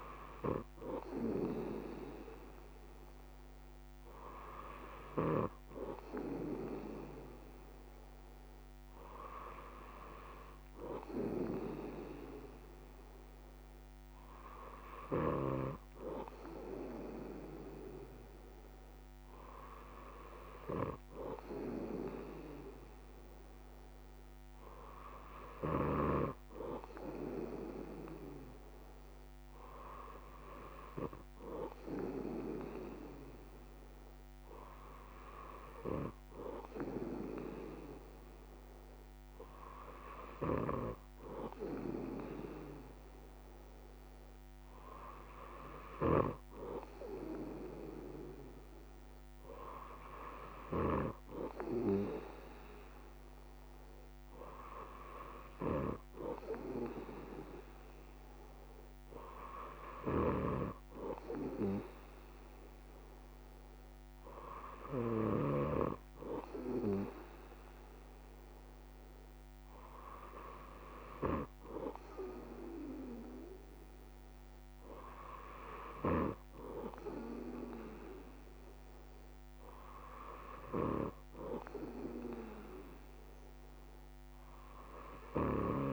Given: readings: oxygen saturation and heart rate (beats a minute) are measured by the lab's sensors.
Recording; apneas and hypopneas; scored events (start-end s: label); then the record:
breathing in sleep by a microphone on the trachea; none
none scored
From the record:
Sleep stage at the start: N3 (deep sleep); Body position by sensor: on the back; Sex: male